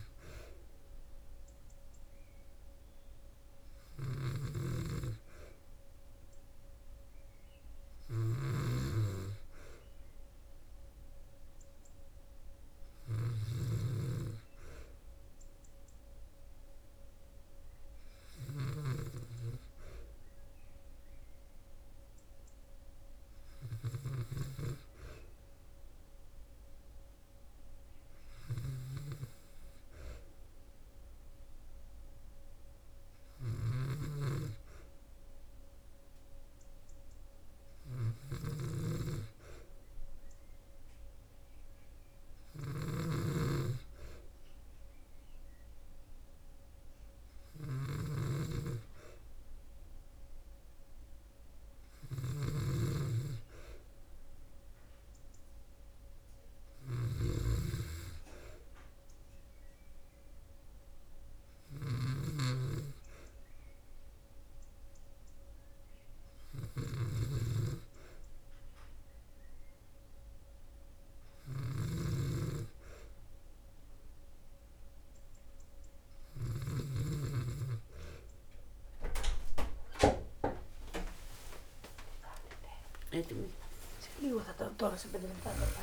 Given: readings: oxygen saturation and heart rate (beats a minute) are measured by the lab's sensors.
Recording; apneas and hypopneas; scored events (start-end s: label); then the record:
breathing in sleep by a room microphone; none
3.50-13.00 s: snoring (device-marked)
33.00-76.00 s: snoring (device-marked)
69.50-85.83 s: new sleep stage, awake
From the record:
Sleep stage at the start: N2 (light sleep); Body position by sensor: on the back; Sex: female